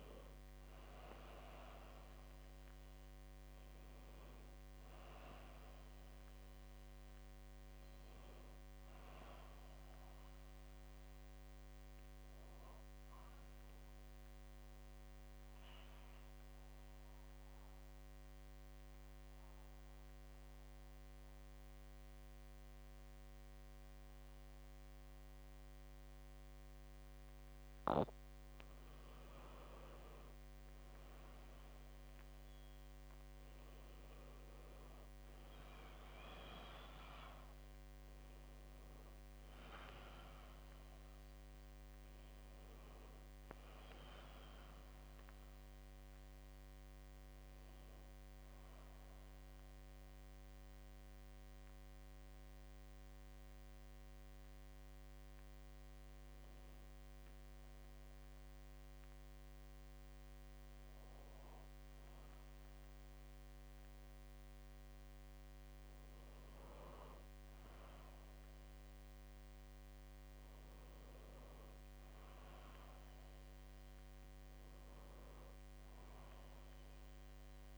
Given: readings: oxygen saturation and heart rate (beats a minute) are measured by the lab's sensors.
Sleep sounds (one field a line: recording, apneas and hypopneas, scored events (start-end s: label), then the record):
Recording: breathing in sleep, hard to hear, by a microphone on the trachea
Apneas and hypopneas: 2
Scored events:
14.00-28.50 s: mixed apnea (oxygen 98% before, 95% lowest, heart rate 66 before, 64 extreme, up 1 after)
30.50-34.50 s: arousal
49.00-64.00 s: obstructive apnea (oxygen 98% before, 95% lowest, heart rate 64 before, 64 extreme, up 2 after)
From the record:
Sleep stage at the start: N2 (light sleep)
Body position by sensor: on the back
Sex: male